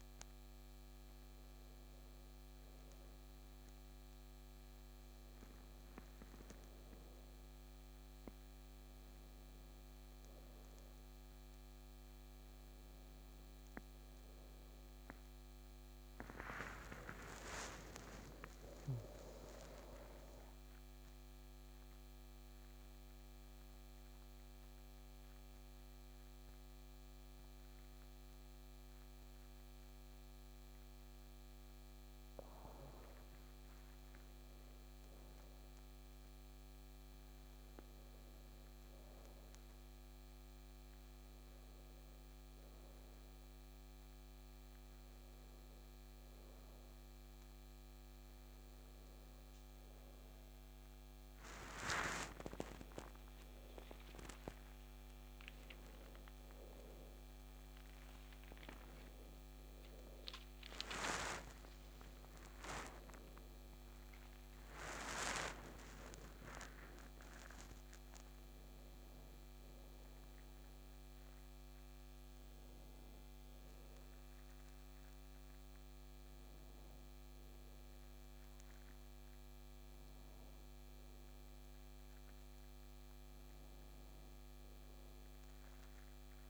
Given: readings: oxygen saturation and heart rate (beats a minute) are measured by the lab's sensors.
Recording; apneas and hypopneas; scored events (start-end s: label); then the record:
breathing in sleep by a microphone on the trachea; none
4.50-86.50 s: new sleep stage, N2 (light sleep)
23.50-42.50 s: oxygen desaturation (device-marked, oxygen 97% before, 94% lowest, heart rate 69 before, 66 extreme)
54.00-60.00 s: arousal
From the record:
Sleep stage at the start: N1 (lightest sleep); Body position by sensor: on the back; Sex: male